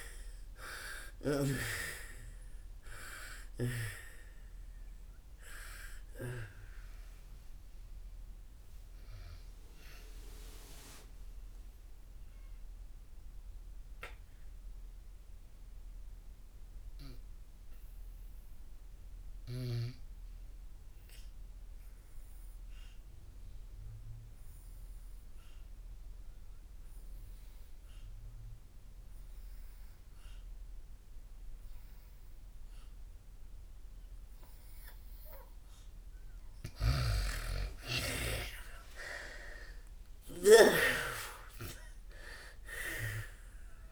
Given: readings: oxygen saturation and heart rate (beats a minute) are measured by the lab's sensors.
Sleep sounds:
breathing in sleep by a room microphone; 1
0.00-1.00 s: arousal
0.00-25.00 s: oxygen desaturation (device-marked, oxygen 82% lowest, heart rate 57 extreme)
10.50-36.50 s: obstructive apnea (oxygen 98% before, 78% lowest, heart rate 86 before, 56 extreme, up 12 after)
30.00-43.91 s: oxygen desaturation (device-marked, oxygen 99% before, 78% lowest, heart rate 64 before, 56 extreme)
38.00-41.50 s: arousal
From the record:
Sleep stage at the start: N2 (light sleep); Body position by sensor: on the back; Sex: female

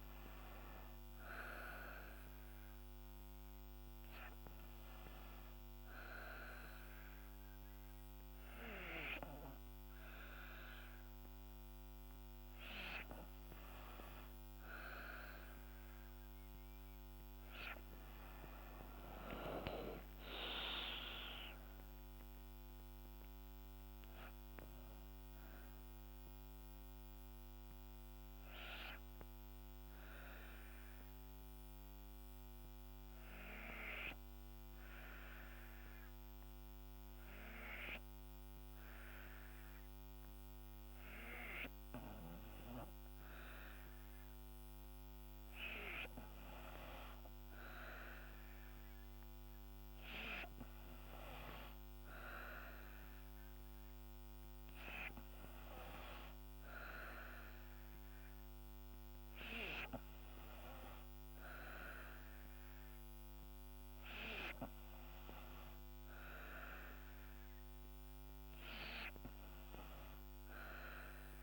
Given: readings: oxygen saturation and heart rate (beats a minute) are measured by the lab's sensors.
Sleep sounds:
breathing in sleep by a microphone on the trachea; 1
18.50-71.43 s: new sleep stage, N2 (light sleep)
20.50-25.00 s: arousal
30.00-45.50 s: obstructive apnea (oxygen 94% before, 91% lowest, heart rate 69 before, 61 extreme, up 7 after)
49.00-53.00 s: arousal
51.50-59.50 s: oxygen desaturation (device-marked, oxygen 98% before, 91% lowest, heart rate 64 before, 66 extreme)
From the record:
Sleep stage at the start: N3 (deep sleep); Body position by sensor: on the back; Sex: female

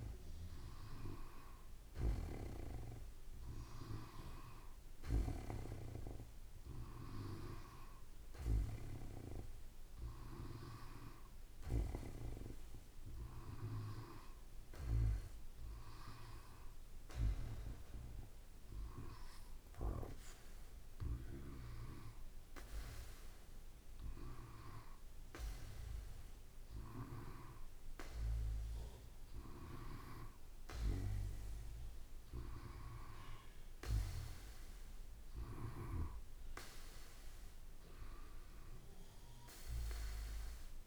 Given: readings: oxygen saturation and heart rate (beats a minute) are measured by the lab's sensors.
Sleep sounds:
breathing in sleep by a room microphone; 1
1.50-26.50 s: hypopnea (oxygen 95% before, 92% lowest, heart rate 57 before, 55 extreme, up 1 after)
31.50-35.50 s: arousal
From the record:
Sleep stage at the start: N2 (light sleep); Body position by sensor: on the back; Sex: male

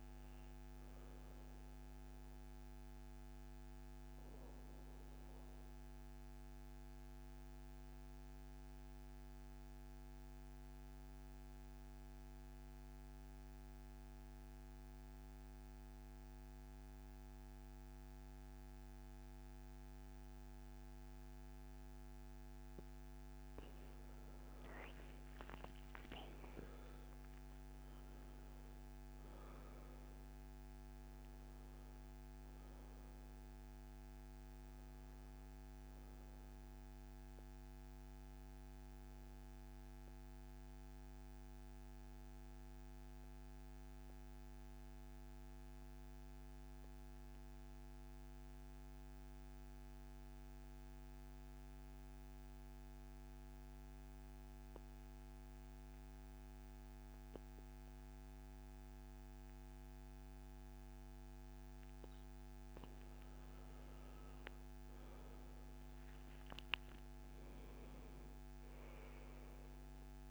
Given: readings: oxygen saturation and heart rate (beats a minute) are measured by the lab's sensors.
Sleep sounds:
breathing in sleep, hard to hear, by a microphone on the trachea; 2
0.00-11.00 s: oxygen desaturation (device-marked, oxygen 90% lowest, heart rate 62 extreme)
2.50-22.00 s: obstructive apnea (oxygen 99% before, 83% lowest, heart rate 68 before, 62 extreme, up 15 after)
22.00-45.00 s: oxygen desaturation (device-marked, oxygen 97% before, 83% lowest, heart rate 64 before, 64 extreme)
24.00-28.00 s: arousal
39.00-61.00 s: obstructive apnea (oxygen 97% before, 83% lowest, heart rate 71 before, 64 extreme, up 13 after)
61.00-70.31 s: oxygen desaturation (device-marked, oxygen 98% before, 85% lowest, heart rate 67 before, 61 extreme)
64.00-68.50 s: arousal
From the record:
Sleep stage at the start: N2 (light sleep); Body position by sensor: on the back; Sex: male

